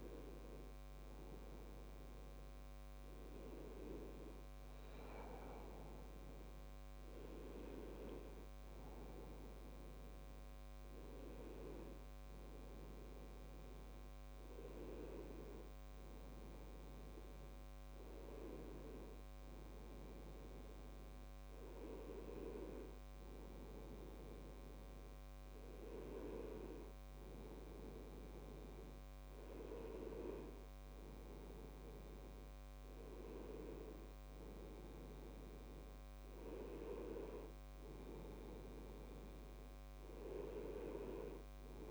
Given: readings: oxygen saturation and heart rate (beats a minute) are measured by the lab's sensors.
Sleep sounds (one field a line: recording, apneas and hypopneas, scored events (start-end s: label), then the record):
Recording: breathing in sleep by a microphone on the trachea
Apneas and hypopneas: none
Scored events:
none scored
From the record:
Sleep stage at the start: N1 (lightest sleep)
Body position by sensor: on the back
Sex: male